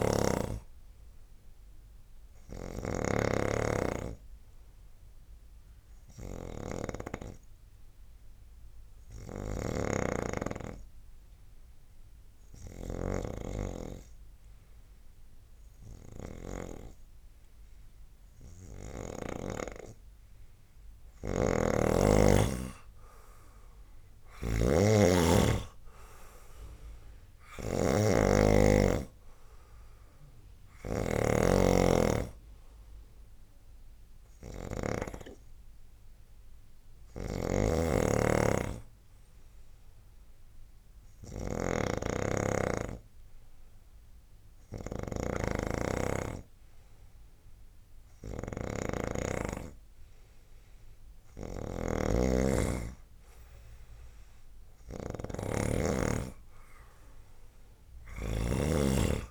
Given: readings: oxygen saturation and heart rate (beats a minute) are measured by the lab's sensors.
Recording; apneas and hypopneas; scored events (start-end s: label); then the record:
breathing in sleep by a room microphone; 2
0.00-10.00 s: snoring (device-marked)
6.50-20.50 s: hypopnea (oxygen 96% before, 91% lowest, heart rate 83 before, 74 extreme, up 24 after)
17.00-37.00 s: oxygen desaturation (device-marked, oxygen 96% before, 91% lowest, heart rate 86 before, 75 extreme)
21.00-35.00 s: snoring (device-marked)
23.00-27.50 s: arousal
35.00-37.00 s: tachycardia (device-marked, heart rate 79 before, 96 extreme)
37.00-59.31 s: snoring (device-marked)
37.50-50.50 s: hypopnea (oxygen 96% before, 89% lowest, heart rate 87 before, 70 extreme, up 4 after)
52.50-56.00 s: arousal
From the record:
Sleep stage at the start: N2 (light sleep); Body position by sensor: on the right side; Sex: male